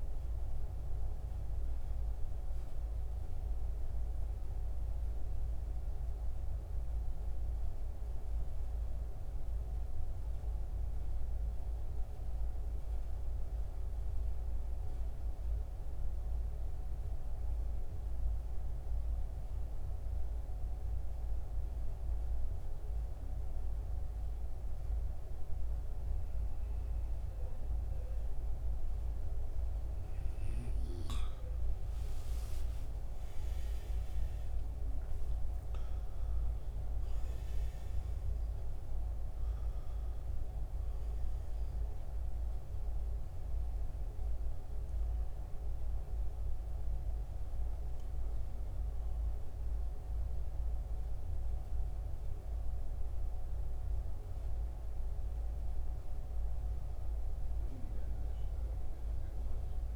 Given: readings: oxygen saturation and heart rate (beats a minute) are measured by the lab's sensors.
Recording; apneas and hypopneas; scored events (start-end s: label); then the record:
breathing in sleep, hard to hear, by a room microphone; 1
0.00-17.50 s: oxygen desaturation (device-marked, oxygen 87% lowest, heart rate 64 extreme)
11.00-29.50 s: mixed apnea (oxygen 92% before, 87% lowest, heart rate 74 before, 64 extreme, up 14 after)
31.00-36.50 s: arousal
37.50-59.96 s: oxygen desaturation (device-marked, oxygen 95% before, 88% lowest, heart rate 68 before, 67 extreme)
From the record:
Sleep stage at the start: N2 (light sleep); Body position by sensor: on the back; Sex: male